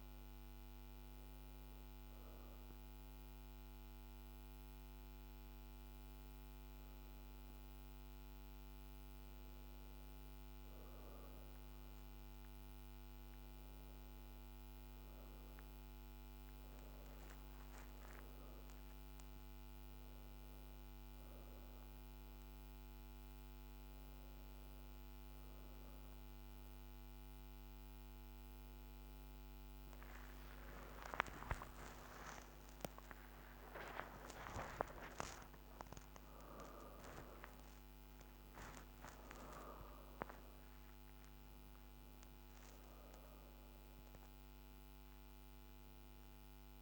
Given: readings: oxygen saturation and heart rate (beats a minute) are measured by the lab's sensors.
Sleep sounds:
a person partly awake in a sleep study, by a microphone on the trachea; none
3.00-46.82 s: new sleep stage, N2 (light sleep)
33.50-40.00 s: arousal
From the record:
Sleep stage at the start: awake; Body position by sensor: on the back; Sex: female

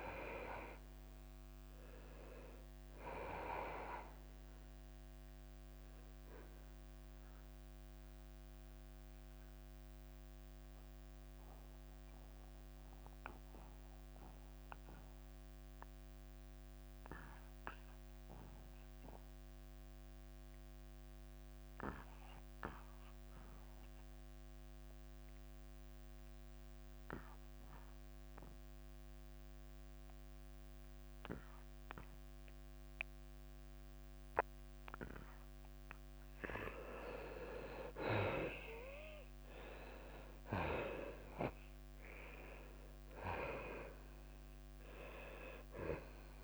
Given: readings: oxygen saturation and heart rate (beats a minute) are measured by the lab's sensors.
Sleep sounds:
breathing in sleep by a microphone on the trachea; 1
0.00-3.00 s: oxygen desaturation (device-marked, oxygen 93% lowest, heart rate 83 extreme)
0.00-10.00 s: drop in pulse transit time (device-marked, heart rate 88 extreme)
7.50-37.00 s: mixed apnea (oxygen 98% before, 82% lowest, heart rate 89 before, 83 extreme, up 7 after)
18.00-25.00 s: oxygen desaturation (device-marked, oxygen 94% before, 83% lowest, heart rate 88 before, 83 extreme)
38.00-46.44 s: drop in pulse transit time (device-marked, heart rate 86 before, 85 extreme)
38.50-42.50 s: arousal
42.00-46.44 s: oxygen desaturation (device-marked, oxygen 97% before, 93% lowest, heart rate 86 before, 83 extreme)
From the record:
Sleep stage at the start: N2 (light sleep); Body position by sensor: on the back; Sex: male

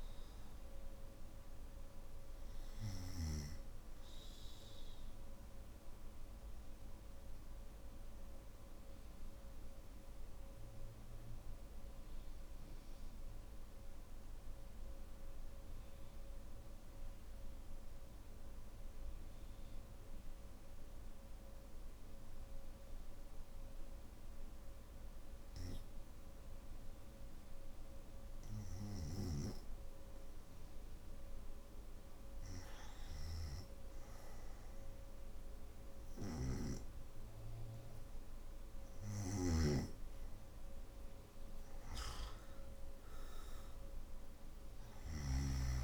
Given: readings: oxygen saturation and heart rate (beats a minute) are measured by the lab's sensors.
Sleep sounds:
breathing in sleep by a room microphone; 1
0.00-15.00 s: oxygen desaturation (device-marked, oxygen 88% lowest, heart rate 47 extreme)
5.00-30.00 s: obstructive apnea (oxygen 98% before, 88% lowest, heart rate 54 before, 47 extreme, up 1 after)
37.00-45.84 s: oxygen desaturation (device-marked, oxygen 98% before, 92% lowest, heart rate 52 before, 50 extreme)
38.50-45.84 s: snoring (device-marked)
From the record:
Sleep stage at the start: N2 (light sleep); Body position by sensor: on the back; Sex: male

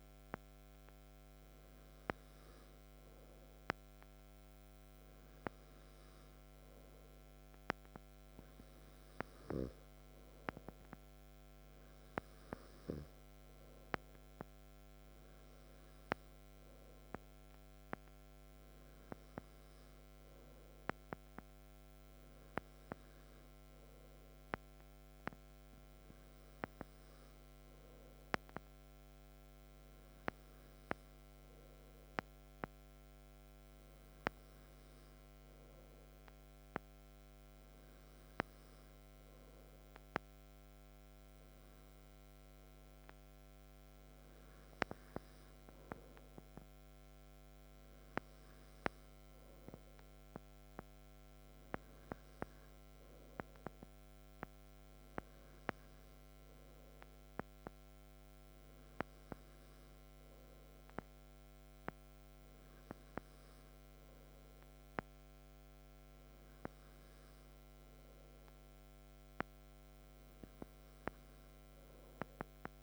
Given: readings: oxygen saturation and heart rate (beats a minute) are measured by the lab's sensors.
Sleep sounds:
breathing in sleep by a microphone on the trachea; none
none scored
From the record:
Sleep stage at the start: N2 (light sleep); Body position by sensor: on the back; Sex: male

